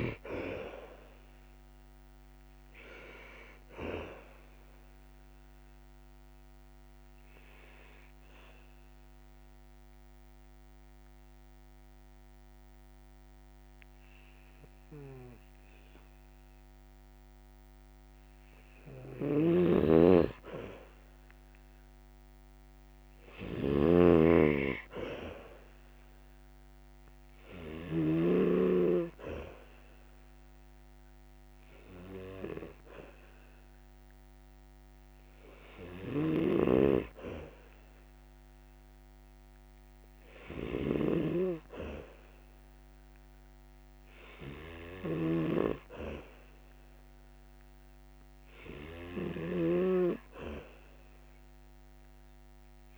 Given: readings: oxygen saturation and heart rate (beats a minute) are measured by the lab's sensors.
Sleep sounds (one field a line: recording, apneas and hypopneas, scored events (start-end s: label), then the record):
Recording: breathing in sleep by a microphone on the trachea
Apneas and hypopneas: 1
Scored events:
5.00-18.50 s: obstructive apnea (oxygen 99% before, 92% lowest, heart rate 67 before, 62 extreme, up 3 after)
8.00-19.00 s: oxygen desaturation (device-marked, oxygen 99% before, 92% lowest, heart rate 68 before, 62 extreme)
19.00-28.00 s: snoring (device-marked)
21.00-24.50 s: arousal
32.00-44.00 s: oxygen desaturation (device-marked, oxygen 98% before, 93% lowest, heart rate 64 before, 66 extreme)
35.50-52.98 s: snoring (device-marked)
From the record:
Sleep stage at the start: N2 (light sleep)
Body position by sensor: on the back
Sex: male